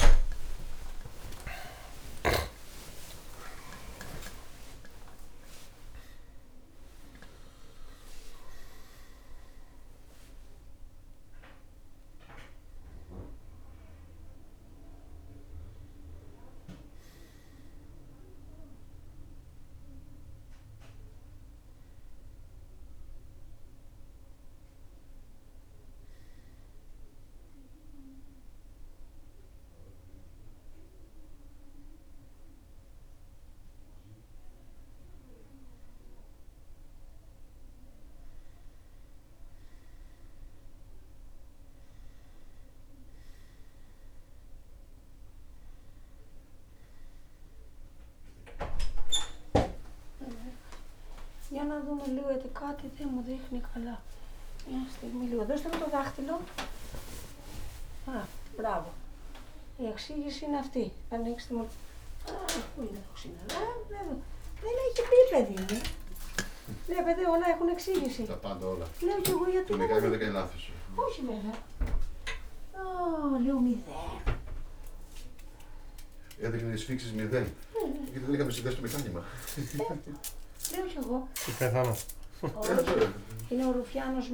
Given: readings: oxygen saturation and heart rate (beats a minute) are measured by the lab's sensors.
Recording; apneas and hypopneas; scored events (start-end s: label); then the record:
a person awake in a sleep study, by a room microphone; none
0.00-2.00 s: snoring (device-marked)
26.50-56.50 s: new sleep stage, N1 (lightest sleep)
56.50-84.34 s: new sleep stage, awake
61.50-70.50 s: tachycardia (device-marked)
From the record:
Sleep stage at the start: awake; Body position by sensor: on the right side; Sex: male